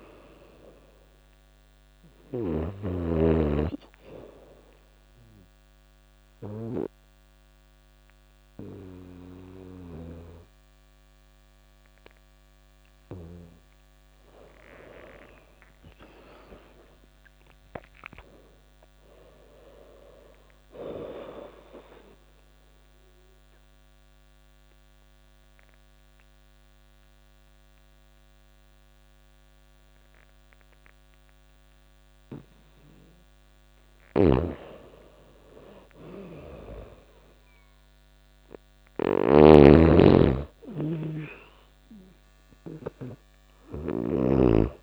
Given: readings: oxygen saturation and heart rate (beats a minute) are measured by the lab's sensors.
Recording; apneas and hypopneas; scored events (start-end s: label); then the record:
breathing in sleep by a microphone on the trachea; 2
3.50-14.00 s: obstructive apnea (oxygen 96% before, 90% lowest, heart rate 86 before, 84 extreme, up 13 after)
4.00-20.00 s: oxygen desaturation (device-marked, oxygen 96% before, 90% lowest, heart rate 86 before, 84 extreme)
15.00-18.00 s: arousal
21.00-32.00 s: obstructive apnea (oxygen 96% before, 89% lowest, heart rate 91 before, 84 extreme, up 2 after)
29.00-37.00 s: oxygen desaturation (device-marked, oxygen 96% before, 91% lowest, heart rate 91 before, 85 extreme)
33.50-44.83 s: snoring (device-marked)
34.00-39.50 s: arousal
From the record:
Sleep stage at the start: N2 (light sleep); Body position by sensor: on the back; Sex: female